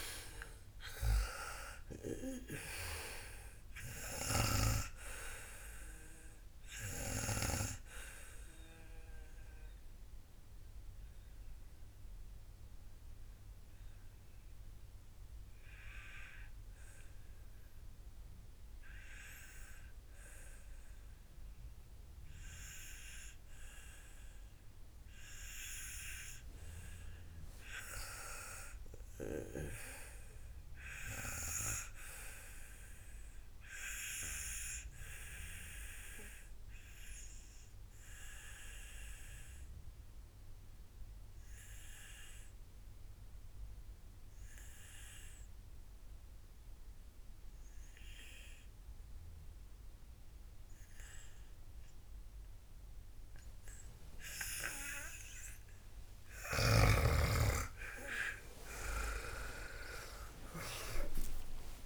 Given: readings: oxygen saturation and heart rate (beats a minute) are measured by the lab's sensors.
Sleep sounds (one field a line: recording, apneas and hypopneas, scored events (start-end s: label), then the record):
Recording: breathing in sleep by a room microphone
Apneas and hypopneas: 2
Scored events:
0.00-1.50 s: arousal
0.00-8.00 s: snoring (device-marked)
2.00-19.00 s: oxygen desaturation (device-marked, oxygen 98% before, 93% lowest, heart rate 70 before, 55 extreme)
6.50-25.00 s: obstructive apnea (oxygen 98% before, 90% lowest, heart rate 82 before, 55 extreme, up 13 after)
28.00-30.50 s: arousal
33.50-56.00 s: obstructive apnea (oxygen 98% before, 90% lowest, heart rate 58 before, 56 extreme)
57.00-61.50 s: snoring (device-marked)
57.00-61.86 s: oxygen desaturation (device-marked, oxygen 97% before, 90% lowest, heart rate 62 before, 58 extreme)
58.00-61.86 s: arousal
From the record:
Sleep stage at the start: N2 (light sleep)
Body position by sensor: on the back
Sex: female